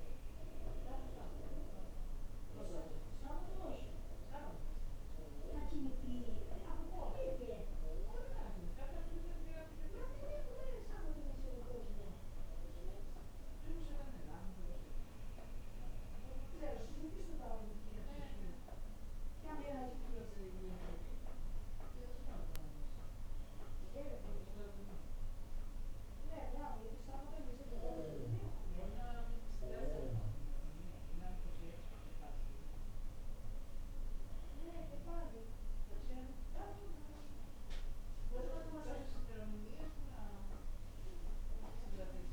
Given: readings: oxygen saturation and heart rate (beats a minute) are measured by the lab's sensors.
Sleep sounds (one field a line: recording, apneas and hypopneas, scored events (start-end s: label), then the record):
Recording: breathing in sleep by a room microphone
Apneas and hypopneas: none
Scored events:
none scored
From the record:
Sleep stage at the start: N1 (lightest sleep)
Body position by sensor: on the right side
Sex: female